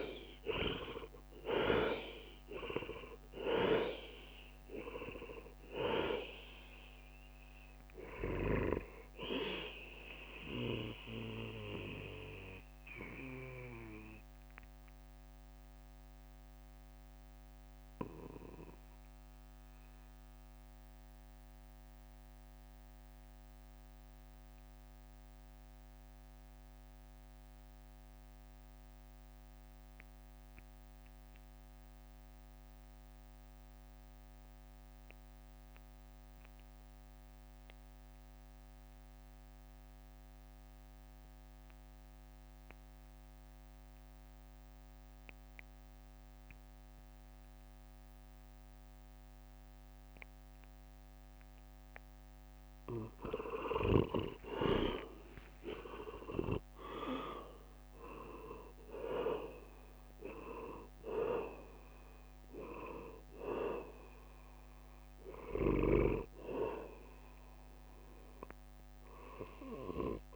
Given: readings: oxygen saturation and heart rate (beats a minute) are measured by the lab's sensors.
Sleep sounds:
breathing in sleep by a microphone on the trachea; 1
0.00-14.50 s: drop in pulse transit time (device-marked, heart rate 57 extreme)
0.00-34.50 s: oxygen desaturation (device-marked, oxygen 72% lowest, heart rate 54 extreme)
10.00-53.50 s: mixed apnea (oxygen 91% before, 72% lowest, heart rate 70 before, 54 extreme, up 21 after)
40.50-43.50 s: drop in pulse transit time (device-marked, heart rate 57 before, 58 extreme)
54.50-58.00 s: arousal
55.50-57.50 s: leg movement (device-marked)
55.50-70.36 s: drop in pulse transit time (device-marked, heart rate 58 before, 60 extreme)
57.50-70.36 s: oxygen desaturation (device-marked, oxygen 98% before, 85% lowest, heart rate 59 before, 53 extreme)
From the record:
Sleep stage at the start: REM sleep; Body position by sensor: on the right side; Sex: male

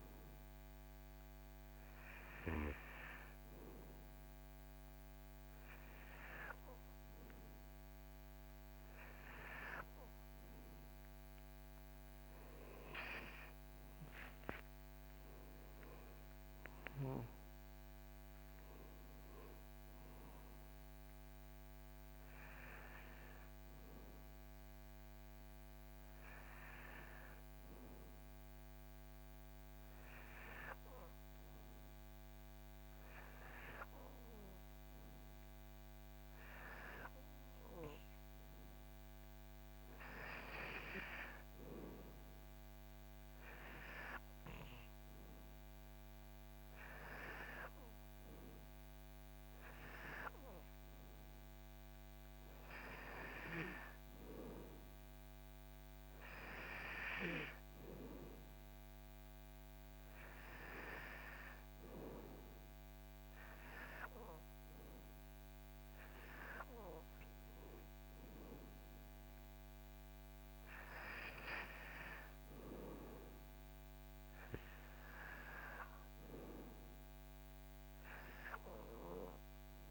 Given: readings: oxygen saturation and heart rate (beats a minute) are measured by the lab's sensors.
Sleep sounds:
breathing in sleep by a microphone on the trachea; none
none scored
From the record:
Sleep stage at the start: N2 (light sleep); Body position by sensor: on the back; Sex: male

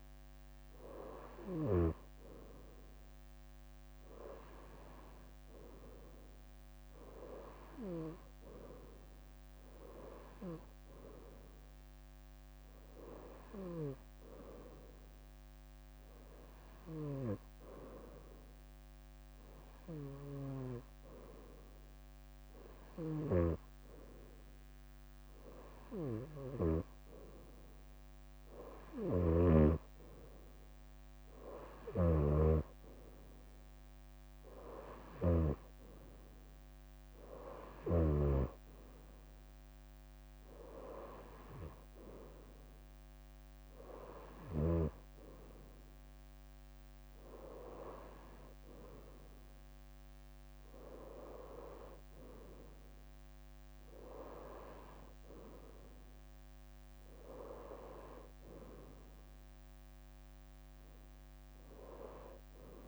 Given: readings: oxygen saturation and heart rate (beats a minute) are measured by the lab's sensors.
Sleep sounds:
breathing in sleep by a microphone on the trachea; none
4.00-6.00 s: leg movement (device-marked)
7.00-9.00 s: leg movement (device-marked)
10.00-11.50 s: leg movement (device-marked)
12.50-15.00 s: leg movement (device-marked)
16.00-18.00 s: leg movement (device-marked)
29.00-38.50 s: snoring (device-marked)
34.50-36.50 s: leg movement (device-marked)
37.00-39.00 s: leg movement (device-marked)
40.00-42.50 s: leg movement (device-marked)
43.50-45.00 s: leg movement (device-marked)
48.00-57.50 s: leg movement (device-marked)
61.00-62.88 s: leg movement (device-marked)
From the record:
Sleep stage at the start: N2 (light sleep); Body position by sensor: on the right side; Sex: female

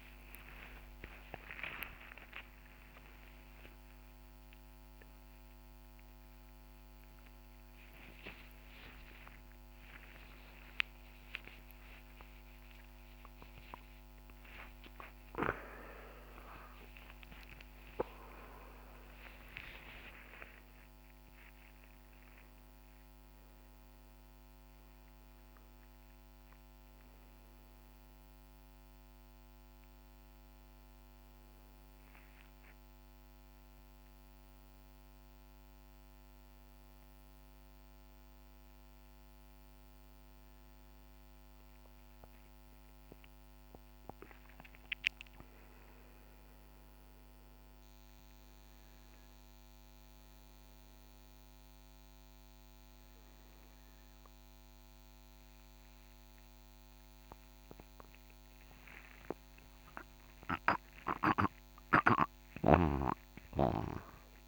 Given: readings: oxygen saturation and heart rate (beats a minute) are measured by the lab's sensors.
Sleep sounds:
a person awake in a sleep study, by a microphone on the trachea; none
none scored
From the record:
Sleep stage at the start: awake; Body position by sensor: on the right side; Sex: male

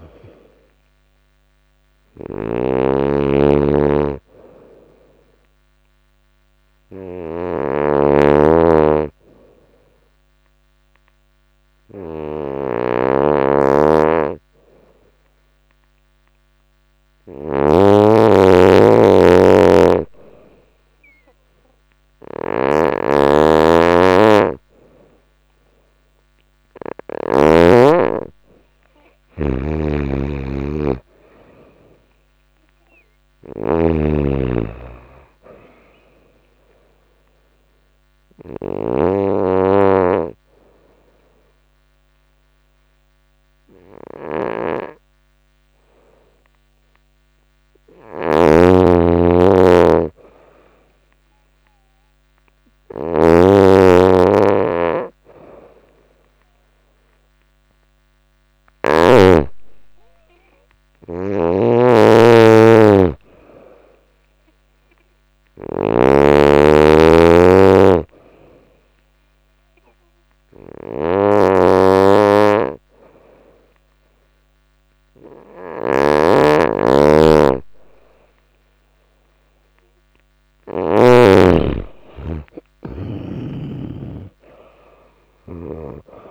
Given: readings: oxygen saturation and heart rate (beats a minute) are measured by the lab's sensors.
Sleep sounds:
breathing in sleep by a microphone on the trachea; 3
0.00-17.00 s: snoring (device-marked)
4.50-17.00 s: hypopnea (oxygen 95% before, 89% lowest, heart rate 89 before, 87 extreme, up 2 after)
10.50-18.50 s: oxygen desaturation (device-marked, oxygen 95% before, 90% lowest, heart rate 89 before, 87 extreme)
21.50-27.00 s: snoring (device-marked)
26.50-30.00 s: arousal
29.00-58.50 s: snoring (device-marked)
33.50-43.50 s: oxygen desaturation (device-marked, oxygen 95% before, 89% lowest, heart rate 89 before, 88 extreme)
36.50-48.00 s: obstructive apnea (oxygen 95% before, 89% lowest, heart rate 90 before, 88 extreme, up 11 after)
50.50-55.00 s: arousal
60.50-80.50 s: snoring (device-marked)
61.50-71.50 s: oxygen desaturation (device-marked, oxygen 95% before, 90% lowest, heart rate 92 before, 88 extreme)
67.00-80.50 s: hypopnea (oxygen 95% before, 90% lowest, heart rate 93 before, 89 extreme, up 4 after)
82.50-86.31 s: snoring (device-marked)
83.50-86.31 s: arousal
From the record:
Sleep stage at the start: N2 (light sleep); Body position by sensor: on the back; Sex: female

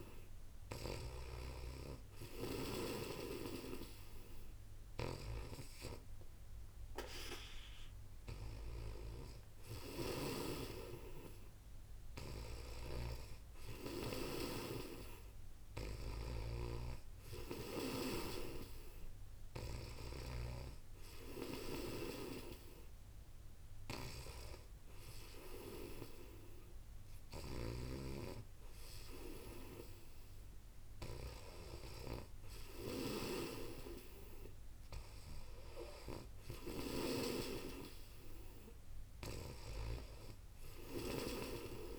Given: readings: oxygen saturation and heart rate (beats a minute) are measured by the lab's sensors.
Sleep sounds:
breathing in sleep by a room microphone; none
0.00-10.00 s: snoring (device-marked)
12.00-41.99 s: snoring (device-marked)
From the record:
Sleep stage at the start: N2 (light sleep); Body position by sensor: on the back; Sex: female

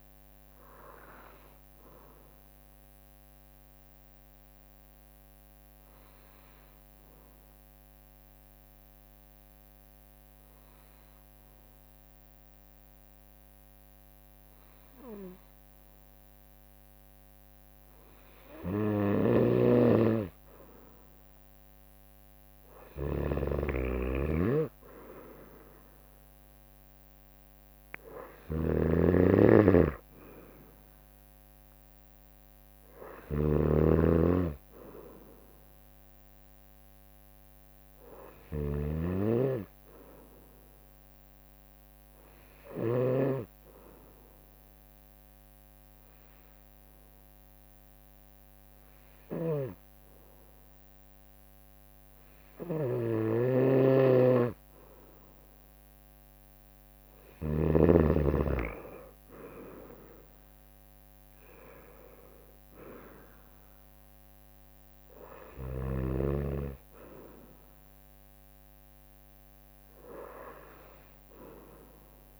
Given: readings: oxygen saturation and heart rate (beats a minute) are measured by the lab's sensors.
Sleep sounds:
breathing in sleep by a microphone on the trachea; 2
0.00-9.00 s: bradycardia (device-marked, heart rate 64 before, 57 extreme)
1.00-16.50 s: hypopnea (oxygen 93% before, 90% lowest, heart rate 65 before, 57 extreme, up 6 after)
17.00-32.00 s: drop in pulse transit time (device-marked, heart rate 60 before, 61 extreme)
18.50-22.50 s: arousal
18.50-42.50 s: snoring (device-marked)
22.00-43.00 s: oxygen desaturation (device-marked, oxygen 97% before, 90% lowest, heart rate 60 before, 60 extreme)
42.00-57.00 s: obstructive apnea (oxygen 97% before, 91% lowest, heart rate 61 before, 59 extreme, up 4 after)
49.00-57.50 s: snoring (device-marked)
62.50-67.00 s: arousal
From the record:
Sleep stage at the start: N2 (light sleep); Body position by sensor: on the right side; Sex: female

